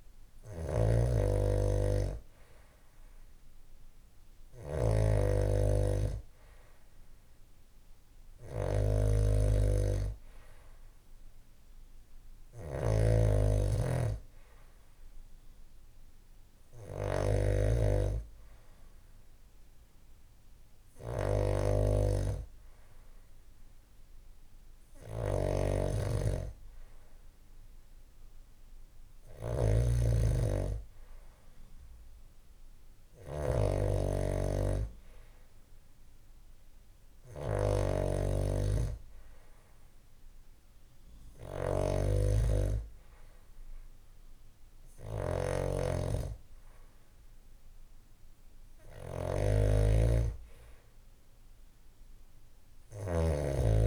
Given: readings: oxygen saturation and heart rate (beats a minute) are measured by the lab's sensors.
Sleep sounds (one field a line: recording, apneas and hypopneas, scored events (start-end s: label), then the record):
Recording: breathing in sleep by a room microphone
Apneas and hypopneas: none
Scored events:
0.00-53.87 s: snoring (device-marked)
From the record:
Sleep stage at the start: N2 (light sleep)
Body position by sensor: on the back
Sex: male